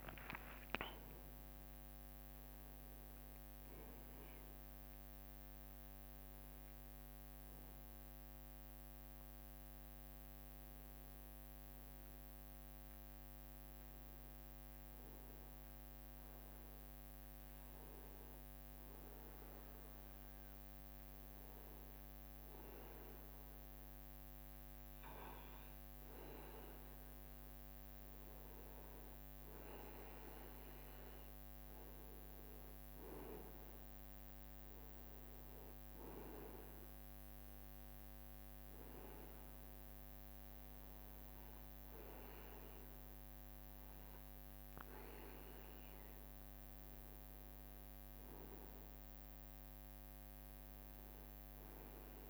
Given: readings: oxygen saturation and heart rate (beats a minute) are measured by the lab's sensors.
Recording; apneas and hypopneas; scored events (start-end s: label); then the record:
breathing in sleep, hard to hear, by a microphone on the trachea; none
0.00-2.00 s: arousal
0.00-5.00 s: leg movement (device-marked)
0.00-8.50 s: drop in pulse transit time (device-marked, heart rate 70 extreme)
0.50-2.50 s: long interval between heartbeats (device-marked, heart rate 69 before, 90 extreme)
7.50-9.50 s: leg movement (device-marked)
20.00-28.00 s: leg movement (device-marked)
41.50-42.50 s: leg movement (device-marked)
From the record:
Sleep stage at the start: N1 (lightest sleep); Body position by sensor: on the right side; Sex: male